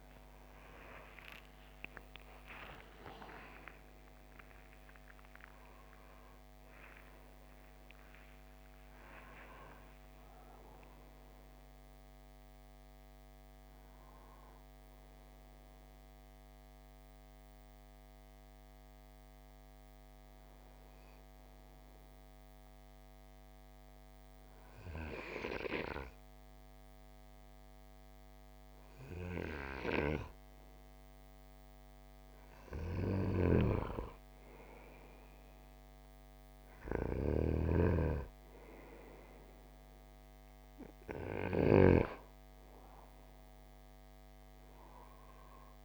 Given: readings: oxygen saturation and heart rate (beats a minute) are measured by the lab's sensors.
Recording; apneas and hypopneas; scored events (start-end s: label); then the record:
breathing in sleep by a microphone on the trachea; 1
0.00-1.00 s: oxygen desaturation (device-marked, oxygen 87% lowest)
1.50-7.50 s: arousal
18.00-34.00 s: hypopnea (oxygen 96% before, 90% lowest)
35.50-41.50 s: arousal
37.00-45.85 s: oxygen desaturation (device-marked, oxygen 95% before, 90% lowest)
From the record:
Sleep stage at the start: N2 (light sleep); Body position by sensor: on the right side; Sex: male